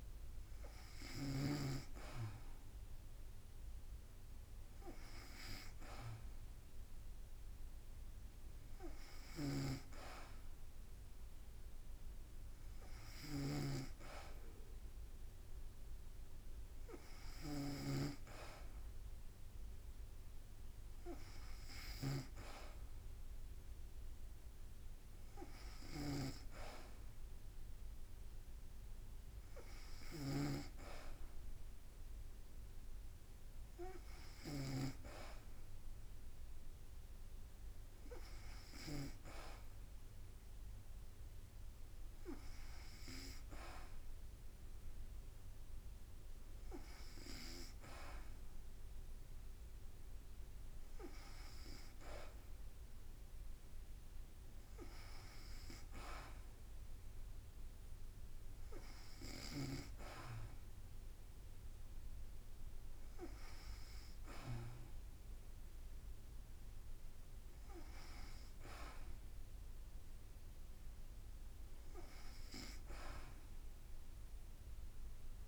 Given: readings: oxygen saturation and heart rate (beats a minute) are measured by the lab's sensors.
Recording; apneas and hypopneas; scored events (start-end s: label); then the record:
breathing in sleep by a room microphone; none
0.00-1.00 s: snoring (device-marked)
9.00-39.00 s: snoring (device-marked)
From the record:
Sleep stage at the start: N2 (light sleep); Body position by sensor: on the back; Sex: female